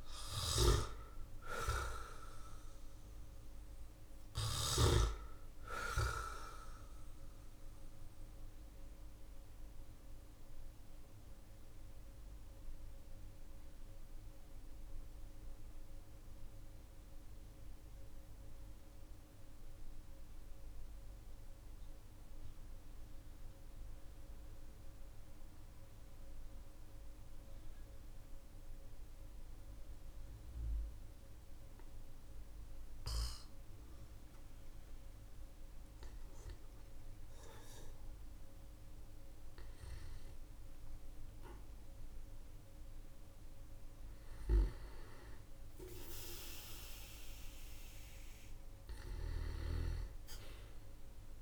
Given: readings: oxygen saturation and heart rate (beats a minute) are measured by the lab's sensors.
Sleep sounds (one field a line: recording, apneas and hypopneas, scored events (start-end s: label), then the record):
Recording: breathing in sleep by a room microphone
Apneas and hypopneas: 1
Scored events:
0.00-4.00 s: snoring (device-marked)
6.50-37.50 s: oxygen desaturation (device-marked, oxygen 96% before, 91% lowest, heart rate 50 before, 43 extreme)
8.00-33.50 s: obstructive apnea (oxygen 98% before, 91% lowest, heart rate 49 before, 43 extreme, up 14 after)
35.50-41.00 s: arousal
From the record:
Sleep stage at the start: N2 (light sleep)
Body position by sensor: on the back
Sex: male